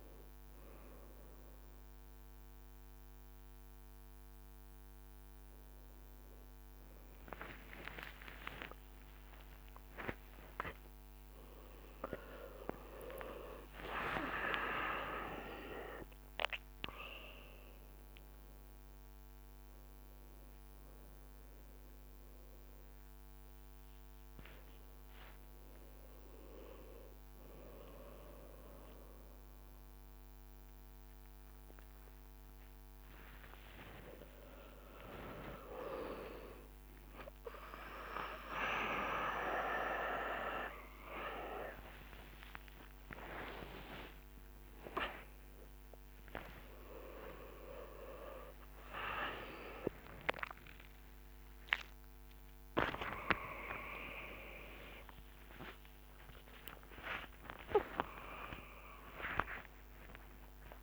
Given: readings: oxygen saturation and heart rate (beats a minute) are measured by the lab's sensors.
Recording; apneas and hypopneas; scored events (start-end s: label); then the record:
a person awake in a sleep study, by a microphone on the trachea; none
13.50-15.50 s: long interval between heartbeats (device-marked, heart rate 70 before, 82 extreme)
15.50-60.83 s: new sleep stage, awake
23.50-25.00 s: leg movement (device-marked)
33.50-35.50 s: long interval between heartbeats (device-marked, heart rate 69 before, 75 extreme)
37.00-39.00 s: long interval between heartbeats (device-marked, heart rate 69 before, 69 extreme)
43.50-45.50 s: long interval between heartbeats (device-marked, heart rate 67 before, 83 extreme)
45.50-60.50 s: tachycardia (device-marked, heart rate 68 before, 143 extreme)
49.00-51.00 s: long interval between heartbeats (device-marked, heart rate 73 before, 108 extreme)
52.50-54.50 s: long interval between heartbeats (device-marked, heart rate 82 before, 119 extreme)
56.50-58.50 s: long interval between heartbeats (device-marked, heart rate 93 before, 128 extreme)
58.50-60.50 s: long interval between heartbeats (device-marked, heart rate 99 before, 138 extreme)
From the record:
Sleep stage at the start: N1 (lightest sleep); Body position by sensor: on the right side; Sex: male